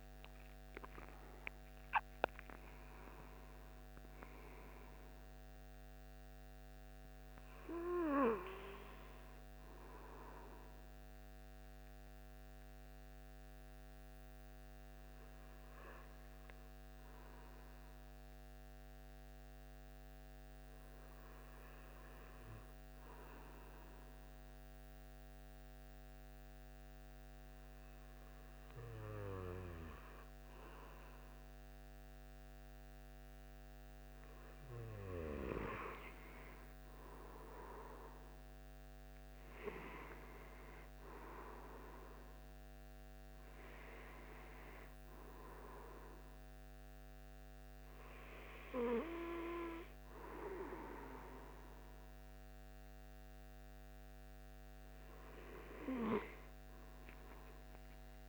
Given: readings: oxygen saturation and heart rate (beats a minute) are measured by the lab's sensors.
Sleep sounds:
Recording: breathing in sleep by a microphone on the trachea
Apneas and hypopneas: 1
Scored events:
13.00-32.50 s: hypopnea (oxygen 97% before, 93% lowest, heart rate 83 before, 77 extreme, up 4 after)
33.50-40.00 s: arousal
From the record:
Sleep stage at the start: N2 (light sleep)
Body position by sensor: on the right side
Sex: male

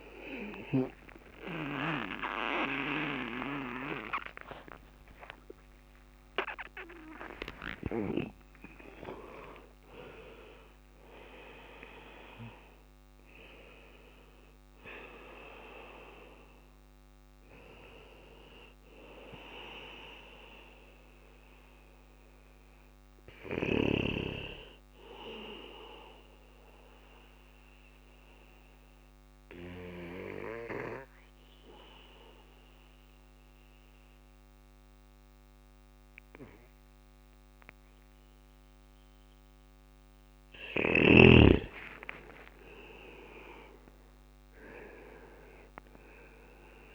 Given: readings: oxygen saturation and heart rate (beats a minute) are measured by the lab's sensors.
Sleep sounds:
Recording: breathing in sleep by a microphone on the trachea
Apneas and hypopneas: 1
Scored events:
0.00-3.50 s: arousal
0.00-19.00 s: drop in pulse transit time (device-marked, heart rate 58 extreme)
0.00-23.00 s: oxygen desaturation (device-marked, oxygen 87% lowest, heart rate 54 extreme)
3.00-5.00 s: long interval between heartbeats (device-marked, heart rate 62 before, 89 extreme)
5.50-7.50 s: long interval between heartbeats (device-marked, heart rate 65 before, 93 extreme)
17.00-40.00 s: bradycardia (device-marked, heart rate 61 before, 54 extreme)
25.50-39.00 s: obstructive apnea (oxygen 99% before, 95% lowest, heart rate 68 before, 54 extreme, up 9 after)
40.50-45.00 s: arousal
43.00-46.95 s: drop in pulse transit time (device-marked, heart rate 55 before, 60 extreme)
From the record:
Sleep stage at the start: N2 (light sleep)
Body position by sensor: on the back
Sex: male

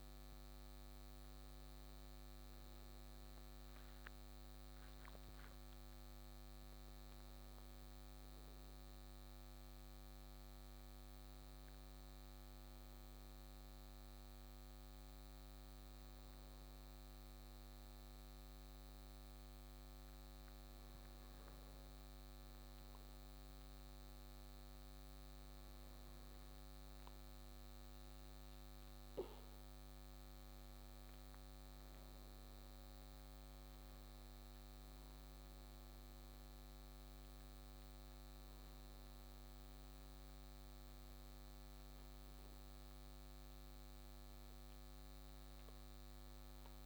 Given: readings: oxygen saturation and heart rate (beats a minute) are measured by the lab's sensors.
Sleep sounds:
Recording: breathing in sleep, hard to hear, by a microphone on the trachea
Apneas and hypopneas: 1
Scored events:
3.50-7.50 s: arousal
3.50-46.86 s: new sleep stage, N2 (light sleep)
15.50-29.50 s: hypopnea (oxygen 96% before, 94% lowest, heart rate 69 before, 63 extreme, up 5 after)
31.50-35.00 s: arousal
From the record:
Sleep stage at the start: N1 (lightest sleep)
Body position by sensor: on the right side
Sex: male

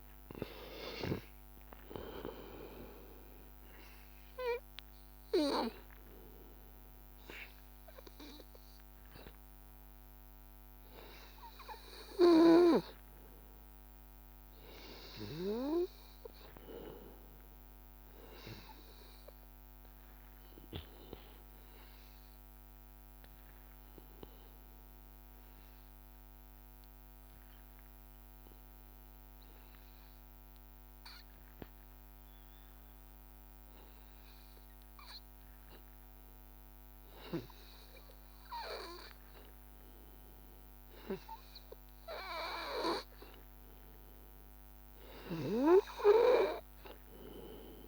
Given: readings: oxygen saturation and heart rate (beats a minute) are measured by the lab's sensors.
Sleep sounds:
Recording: breathing in sleep by a microphone on the trachea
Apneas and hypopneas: 1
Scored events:
0.00-1.00 s: arousal
0.00-11.50 s: oxygen desaturation (device-marked, oxygen 93% lowest, heart rate 83 extreme)
17.50-43.50 s: hypopnea (oxygen 96% before, 92% lowest, heart rate 85 before, 83 extreme, up 2 after)
45.50-47.88 s: arousal
From the record:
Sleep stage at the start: N2 (light sleep)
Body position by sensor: on the back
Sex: male

